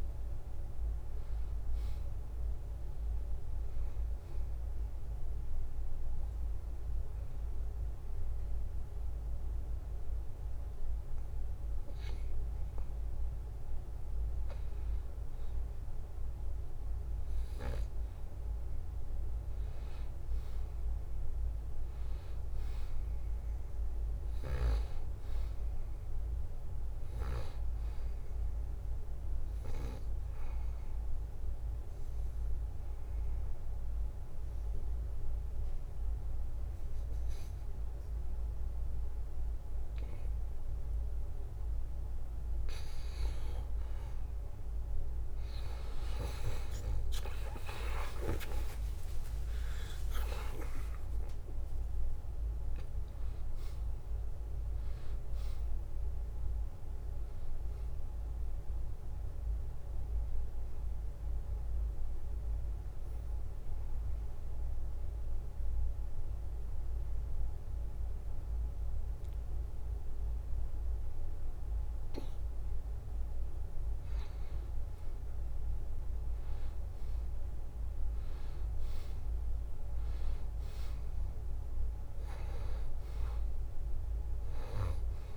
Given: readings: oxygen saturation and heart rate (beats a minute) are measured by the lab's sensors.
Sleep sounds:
breathing in sleep by a room microphone; 3
0.00-8.50 s: oxygen desaturation (device-marked, oxygen 90% lowest, heart rate 71 extreme)
5.50-15.50 s: hypopnea (oxygen 94% before, 88% lowest, heart rate 75 before, 71 extreme, up 0 after)
20.00-23.50 s: arousal
32.00-44.00 s: obstructive apnea (oxygen 94% before, 88% lowest, heart rate 74 before, 72 extreme, up 12 after)
48.50-77.50 s: oxygen desaturation (device-marked, oxygen 94% before, 88% lowest, heart rate 74 before, 71 extreme)
49.50-54.50 s: arousal
49.50-65.50 s: drop in pulse transit time (device-marked, heart rate 74 before, 74 extreme)
50.00-52.00 s: long interval between heartbeats (device-marked, heart rate 74 before, 82 extreme)
63.00-73.50 s: obstructive apnea (oxygen 94% before, 88% lowest, heart rate 80 before, 71 extreme, up 2 after)
78.50-83.00 s: arousal
From the record:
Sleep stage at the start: N2 (light sleep); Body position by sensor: on the back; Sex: male

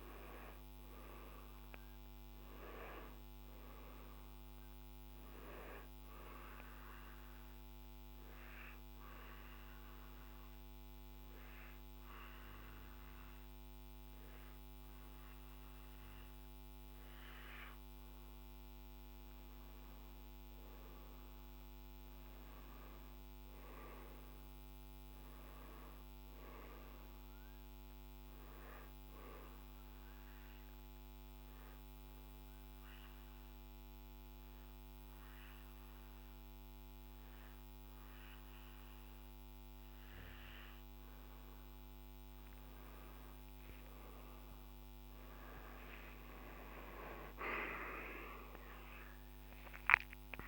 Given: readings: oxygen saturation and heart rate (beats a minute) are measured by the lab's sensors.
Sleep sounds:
breathing in sleep by a microphone on the trachea; 2
1.00-16.00 s: oxygen desaturation (device-marked, oxygen 97% before, 93% lowest, heart rate 66 before, 56 extreme)
8.00-18.50 s: obstructive apnea (oxygen 97% before, 90% lowest, heart rate 62 before, 58 extreme, up 13 after)
21.50-25.00 s: arousal
30.50-41.50 s: obstructive apnea (oxygen 96% before, 90% lowest, heart rate 63 before, 60 extreme, up 16 after)
46.00-50.48 s: arousal
49.00-50.48 s: oxygen desaturation (device-marked, oxygen 97% before, 90% lowest, heart rate 65 before, 58 extreme)
From the record:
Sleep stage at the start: N2 (light sleep); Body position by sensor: on the right side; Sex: male

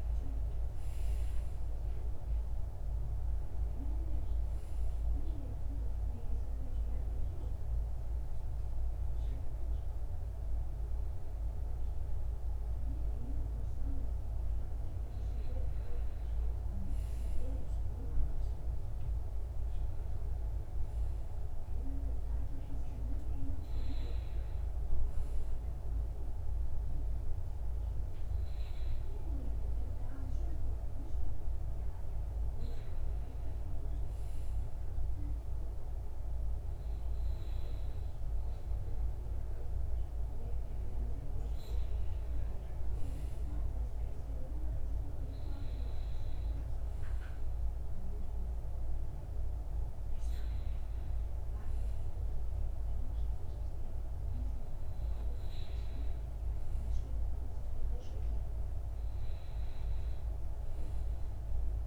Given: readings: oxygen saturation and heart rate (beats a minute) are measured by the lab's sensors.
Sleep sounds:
breathing in sleep, hard to hear, by a room microphone; none
0.00-8.00 s: oxygen desaturation (device-marked, oxygen 95% lowest, heart rate 80 extreme)
From the record:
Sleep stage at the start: N2 (light sleep); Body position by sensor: on the back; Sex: male

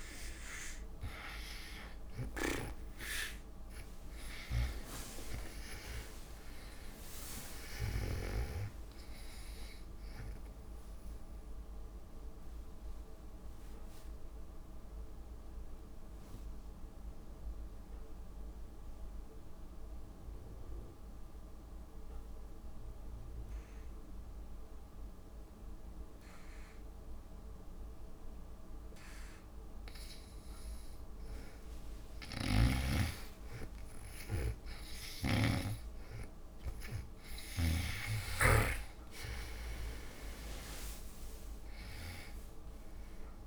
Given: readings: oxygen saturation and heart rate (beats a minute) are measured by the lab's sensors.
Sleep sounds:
breathing in sleep by a room microphone; 1
2.00-15.00 s: oxygen desaturation (device-marked, oxygen 97% before, 90% lowest)
5.00-8.50 s: arousal
12.00-31.00 s: obstructive apnea (oxygen 97% before, 86% lowest)
29.00-43.47 s: new sleep stage, N2 (light sleep)
31.00-43.47 s: oxygen desaturation (device-marked, oxygen 98% before, 87% lowest)
32.50-36.00 s: snoring (device-marked)
34.50-39.00 s: arousal
From the record:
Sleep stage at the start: N1 (lightest sleep); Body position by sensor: on the back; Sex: female

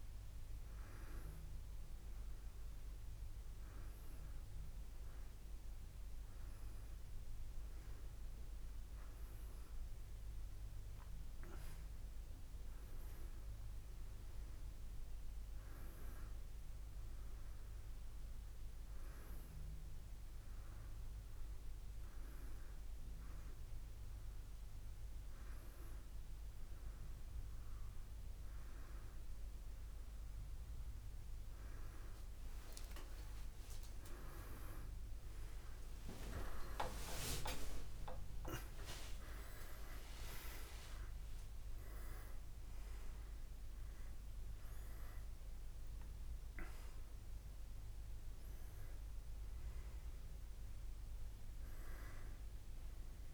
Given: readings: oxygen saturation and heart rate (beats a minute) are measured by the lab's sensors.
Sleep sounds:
a person awake in a sleep study, by a room microphone; none
25.00-53.34 s: new sleep stage, awake
From the record:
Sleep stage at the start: N1 (lightest sleep); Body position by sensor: on the back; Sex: male

